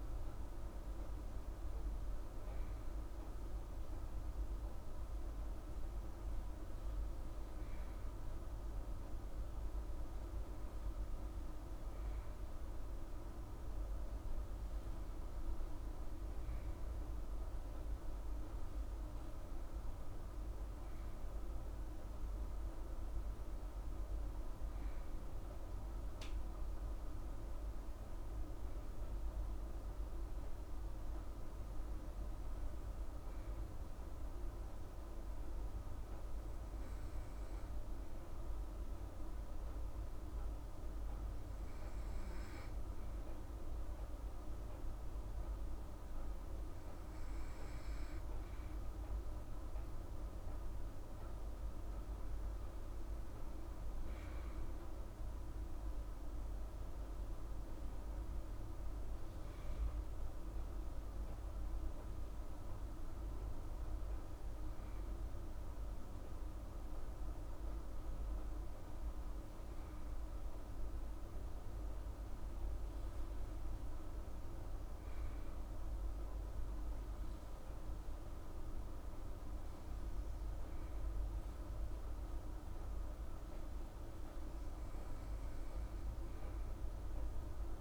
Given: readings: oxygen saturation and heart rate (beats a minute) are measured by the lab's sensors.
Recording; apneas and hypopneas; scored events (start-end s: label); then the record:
breathing in sleep, hard to hear, by a room microphone; none
none scored
From the record:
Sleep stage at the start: N2 (light sleep); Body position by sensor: on the right side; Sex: female